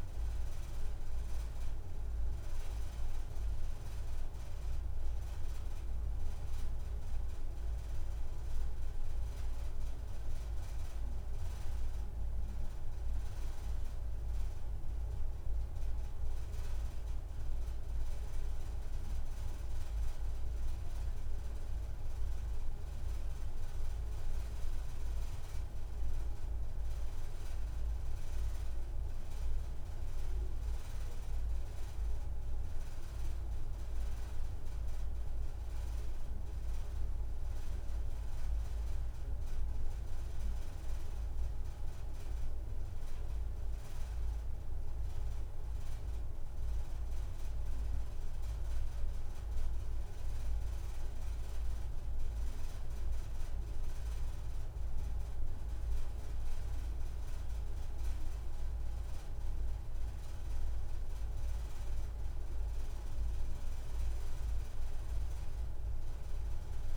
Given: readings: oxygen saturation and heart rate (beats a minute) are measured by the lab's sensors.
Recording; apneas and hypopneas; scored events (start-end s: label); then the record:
breathing in sleep, hard to hear, by a room microphone; none
2.50-4.50 s: long interval between heartbeats (device-marked, heart rate 38 before, 160 extreme)
5.50-7.50 s: long interval between heartbeats (device-marked, heart rate 61 before, 149 extreme)
9.00-11.00 s: long interval between heartbeats (device-marked, heart rate 94 before, 157 extreme)
35.50-37.50 s: long interval between heartbeats (device-marked)
38.00-40.00 s: long interval between heartbeats (device-marked, heart rate 156 before, 136 extreme)
41.50-43.50 s: long interval between heartbeats (device-marked, heart rate 150 before, 88 extreme)
From the record:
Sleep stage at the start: N2 (light sleep); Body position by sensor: on the right side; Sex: female